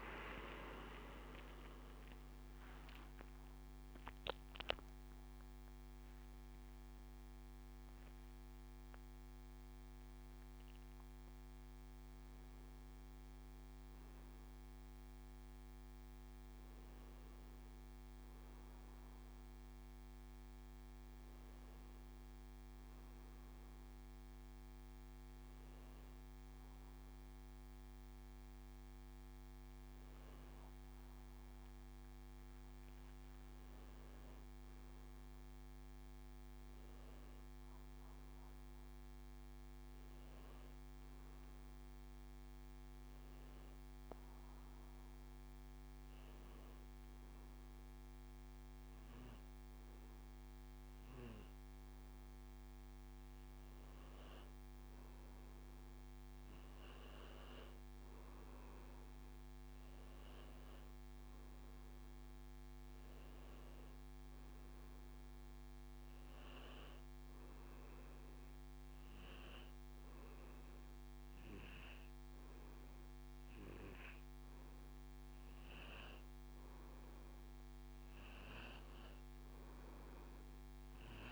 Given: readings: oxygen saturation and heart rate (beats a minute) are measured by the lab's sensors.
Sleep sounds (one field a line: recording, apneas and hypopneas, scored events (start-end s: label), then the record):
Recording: breathing in sleep, hard to hear, by a microphone on the trachea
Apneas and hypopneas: none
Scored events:
56.50-70.50 s: oxygen desaturation (device-marked, oxygen 97% before, 94% lowest, heart rate 87 before, 81 extreme)
From the record:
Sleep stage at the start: N2 (light sleep)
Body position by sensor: on the back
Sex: male